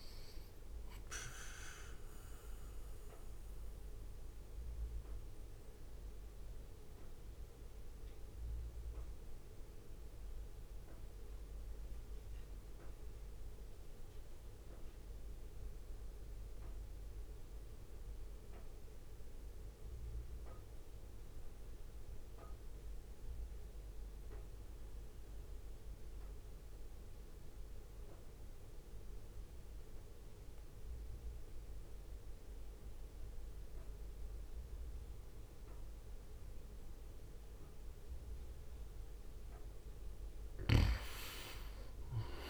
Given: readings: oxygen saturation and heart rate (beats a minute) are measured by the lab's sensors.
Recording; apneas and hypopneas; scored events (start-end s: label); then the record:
breathing in sleep by a room microphone; 1
0.00-4.50 s: drop in pulse transit time (device-marked, heart rate 56 extreme)
0.00-25.50 s: oxygen desaturation (device-marked, oxygen 82% lowest, heart rate 55 extreme)
2.50-37.50 s: mixed apnea (oxygen 99% before, 82% lowest, heart rate 60 before, 55 extreme, up 4 after)
39.50-42.49 s: arousal
40.50-42.49 s: oxygen desaturation (device-marked, oxygen 97% before, 83% lowest, heart rate 61 before, 55 extreme)
From the record:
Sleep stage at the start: REM sleep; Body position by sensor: on the right side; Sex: male